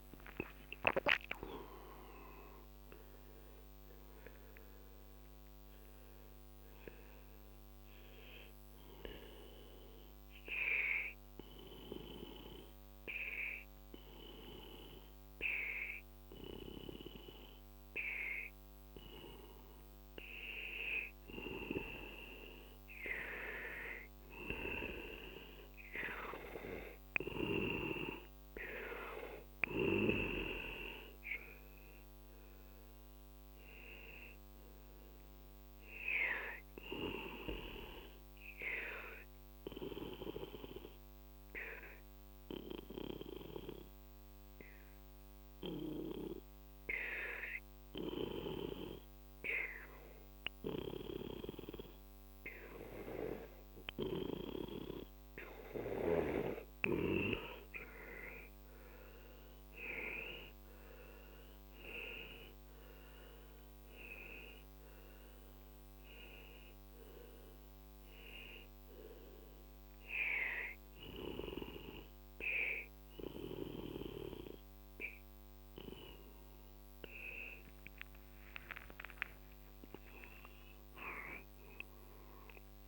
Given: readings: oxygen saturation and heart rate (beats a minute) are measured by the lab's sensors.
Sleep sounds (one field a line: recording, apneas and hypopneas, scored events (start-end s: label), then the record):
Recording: breathing in sleep by a microphone on the trachea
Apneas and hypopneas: 3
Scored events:
0.00-17.50 s: oxygen desaturation (device-marked, oxygen 91% lowest, heart rate 48 extreme)
10.50-21.00 s: obstructive apnea (oxygen 94% before, 90% lowest, heart rate 69 before, 46 extreme, up 9 after)
23.50-27.00 s: arousal
28.50-45.50 s: oxygen desaturation (device-marked, oxygen 97% before, 94% lowest, heart rate 55 before, 46 extreme)
39.50-56.50 s: obstructive apnea (oxygen 97% before, 90% lowest, heart rate 57 before, 48 extreme, up 11 after)
54.50-79.50 s: oxygen desaturation (device-marked, oxygen 95% before, 90% lowest, heart rate 55 before, 48 extreme)
58.50-62.50 s: arousal
65.50-77.00 s: hypopnea (oxygen 95% before, 90% lowest, heart rate 59 before, 48 extreme, up 23 after)
From the record:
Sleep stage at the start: N2 (light sleep)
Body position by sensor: on the back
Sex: male